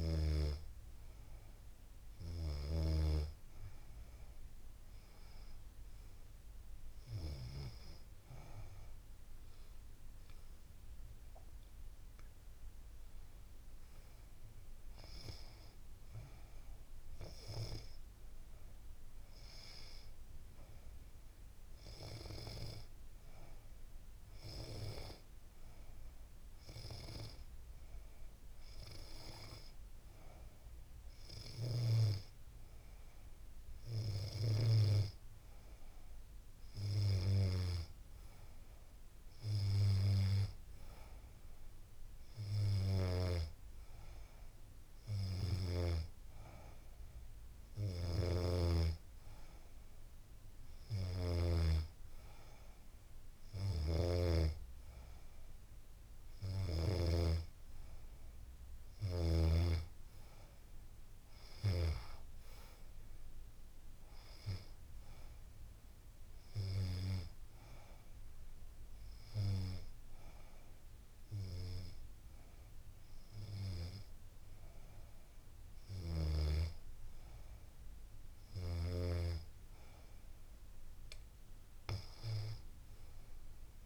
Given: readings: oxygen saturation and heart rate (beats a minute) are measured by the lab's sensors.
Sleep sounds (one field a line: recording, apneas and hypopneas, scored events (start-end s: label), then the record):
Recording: breathing in sleep by a room microphone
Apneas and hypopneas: none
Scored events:
none scored
From the record:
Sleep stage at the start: N2 (light sleep)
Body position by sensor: on the back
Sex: female